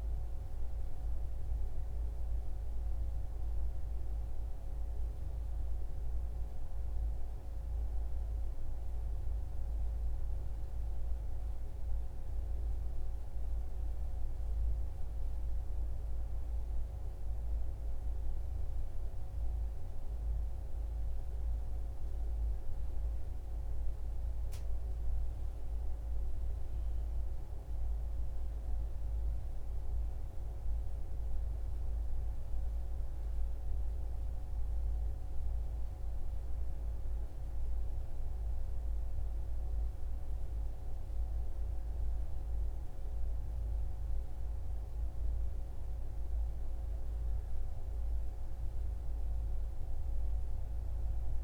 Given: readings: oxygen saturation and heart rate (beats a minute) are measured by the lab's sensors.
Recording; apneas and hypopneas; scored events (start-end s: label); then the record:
breathing in sleep, hard to hear, by a room microphone; none
none scored
From the record:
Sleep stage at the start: REM sleep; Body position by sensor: on the back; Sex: male